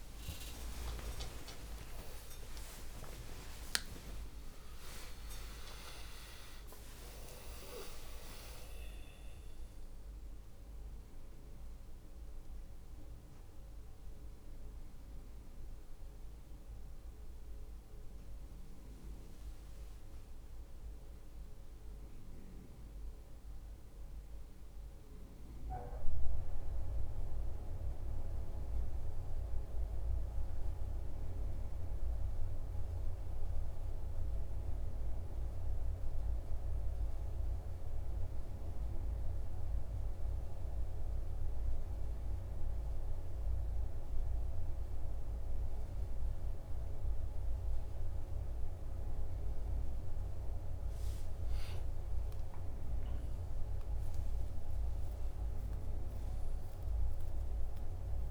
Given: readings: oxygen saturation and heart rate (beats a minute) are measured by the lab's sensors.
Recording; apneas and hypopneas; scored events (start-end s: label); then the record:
a person awake in a sleep study, by a room microphone; none
none scored
From the record:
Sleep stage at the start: awake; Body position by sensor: on the right side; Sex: male